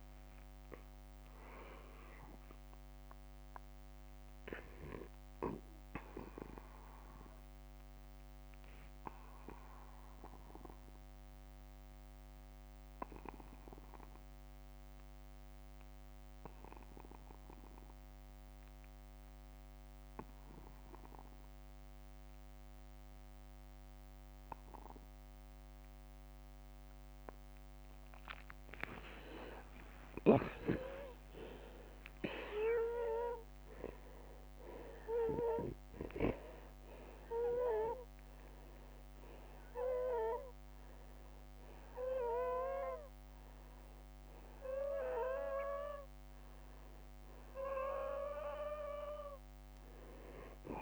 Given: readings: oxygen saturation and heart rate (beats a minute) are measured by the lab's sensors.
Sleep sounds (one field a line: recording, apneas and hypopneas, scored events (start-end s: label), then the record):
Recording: breathing in sleep by a microphone on the trachea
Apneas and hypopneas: 1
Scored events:
4.50-20.50 s: oxygen desaturation (device-marked, oxygen 94% before, 83% lowest, heart rate 63 before, 42 extreme)
5.50-7.50 s: long interval between heartbeats (device-marked, heart rate 63 before, 67 extreme)
8.00-28.50 s: obstructive apnea (oxygen 95% before, 83% lowest, heart rate 62 before, 42 extreme, up 24 after)
17.50-19.50 s: long interval between heartbeats (device-marked, heart rate 59 before, 59 extreme)
29.00-31.00 s: long interval between heartbeats (device-marked, heart rate 52 before, 62 extreme)
29.50-34.00 s: arousal
37.50-42.50 s: oxygen desaturation (device-marked, oxygen 96% before, 93% lowest, heart rate 56 before, 47 extreme)
39.00-41.00 s: long interval between heartbeats (device-marked, heart rate 56 before, 79 extreme)
48.00-50.00 s: long interval between heartbeats (device-marked, heart rate 68 before, 67 extreme)
49.00-50.82 s: arousal
From the record:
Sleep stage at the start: N2 (light sleep)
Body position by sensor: on the back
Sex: male